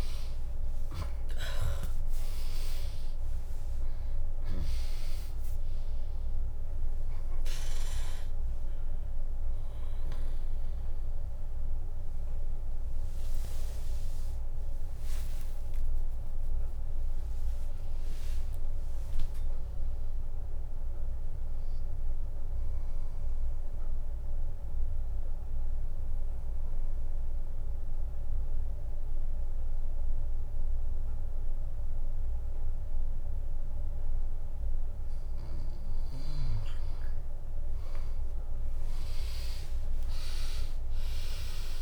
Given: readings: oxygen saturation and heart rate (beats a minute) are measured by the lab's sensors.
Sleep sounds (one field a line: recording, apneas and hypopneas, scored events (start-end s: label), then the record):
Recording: breathing in sleep by a room microphone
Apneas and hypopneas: 1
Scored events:
0.00-1.50 s: arousal
0.50-12.50 s: drop in pulse transit time (device-marked, heart rate 66 before, 63 extreme)
0.50-23.50 s: oxygen desaturation (device-marked, oxygen 98% before, 95% lowest, heart rate 66 before, 55 extreme)
1.50-31.50 s: new sleep stage, N1 (lightest sleep)
15.50-20.50 s: arousal
23.50-34.50 s: obstructive apnea (oxygen 99% before, 96% lowest, heart rate 84 before, 55 extreme)
31.50-41.82 s: new sleep stage, N2 (light sleep)
33.50-36.50 s: bradycardia (device-marked, heart rate 75 before, 63 extreme)
39.50-41.82 s: arousal
40.00-41.82 s: long interval between heartbeats (device-marked, heart rate 76 before, 67 extreme)
From the record:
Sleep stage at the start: N2 (light sleep)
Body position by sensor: on the back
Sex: female